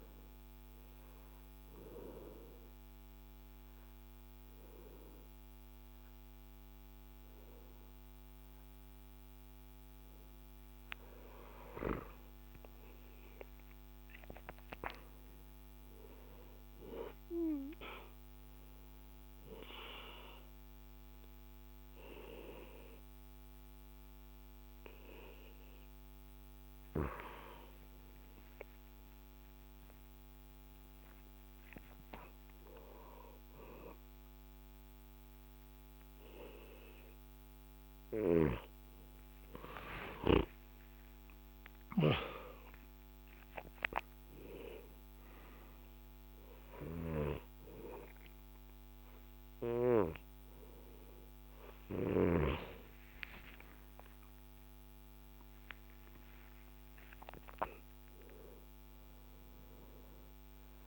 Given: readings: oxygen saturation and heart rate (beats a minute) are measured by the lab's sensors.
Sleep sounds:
a person awake in a sleep study, by a microphone on the trachea; 2
1.00-11.00 s: obstructive apnea (oxygen 96% before, 93% lowest, heart rate 68 before, 67 extreme, up 11 after)
12.50-15.00 s: arousal
16.50-26.50 s: obstructive apnea (oxygen 96% before, 93% lowest, heart rate 71 before, 69 extreme, up 9 after)
23.00-60.87 s: new sleep stage, awake
From the record:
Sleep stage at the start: N1 (lightest sleep); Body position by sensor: on the back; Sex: male

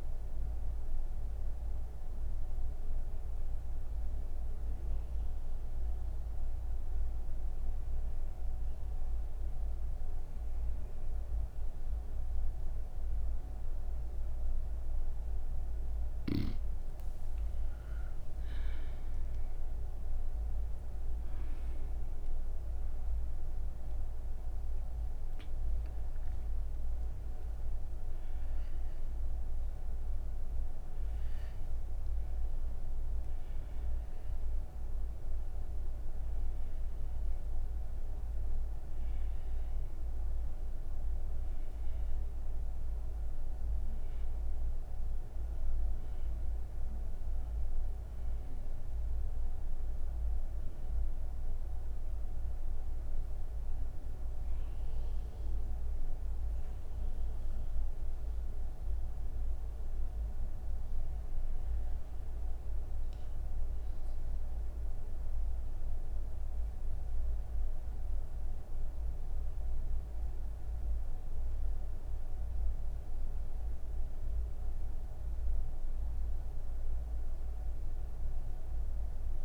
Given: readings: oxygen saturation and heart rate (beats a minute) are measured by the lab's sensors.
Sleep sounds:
breathing in sleep, hard to hear, by a room microphone; none
17.00-36.00 s: oxygen desaturation (device-marked, oxygen 99% before, 93% lowest)
33.00-79.45 s: new sleep stage, N2 (light sleep)
51.00-69.00 s: oxygen desaturation (device-marked, oxygen 93% before, 87% lowest)
From the record:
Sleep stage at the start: N1 (lightest sleep); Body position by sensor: on the right side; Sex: female

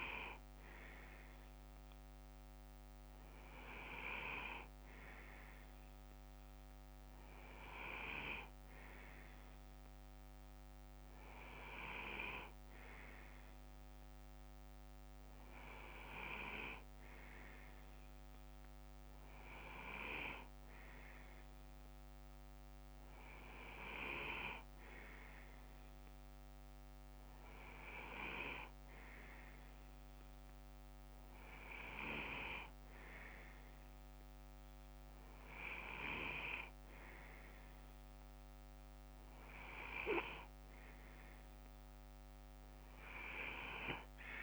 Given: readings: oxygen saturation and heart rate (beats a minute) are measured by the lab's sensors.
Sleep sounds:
breathing in sleep by a microphone on the trachea; none
3.50-6.50 s: bradycardia (device-marked, heart rate 61 before, 58 extreme)
From the record:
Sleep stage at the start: N2 (light sleep); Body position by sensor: on the left side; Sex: male

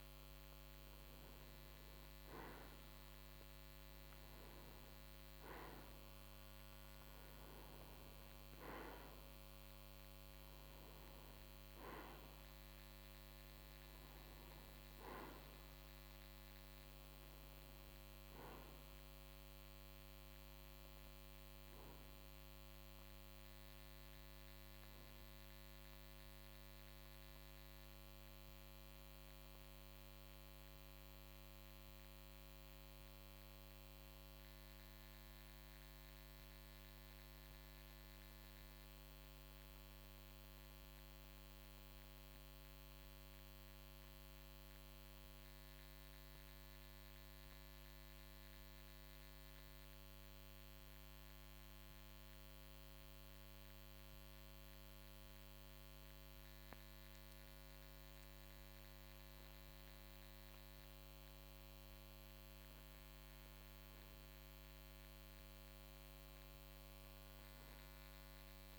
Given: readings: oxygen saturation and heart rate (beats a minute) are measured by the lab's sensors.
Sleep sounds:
breathing in sleep, hard to hear, by a microphone on the trachea; 1
33.00-61.50 s: mixed apnea (oxygen 94% before, 91% lowest, heart rate 56 before, 52 extreme, up 0 after)
From the record:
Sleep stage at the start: N2 (light sleep); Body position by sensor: on the right side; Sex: male

